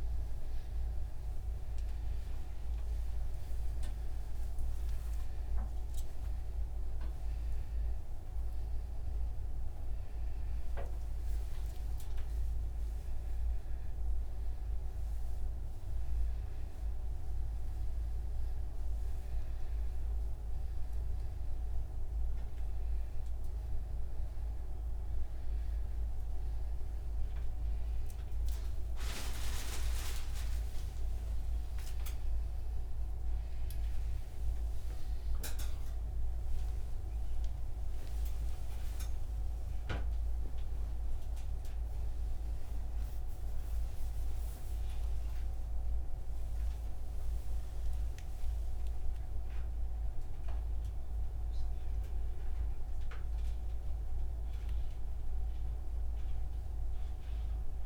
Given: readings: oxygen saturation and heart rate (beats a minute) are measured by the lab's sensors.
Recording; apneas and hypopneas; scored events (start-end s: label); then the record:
a person awake in a sleep study, hard to hear, by a room microphone; none
43.50-53.50 s: oxygen desaturation (device-marked, oxygen 97% before, 93% lowest, heart rate 105 before, 52 extreme)
From the record:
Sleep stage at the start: awake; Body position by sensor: upright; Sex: male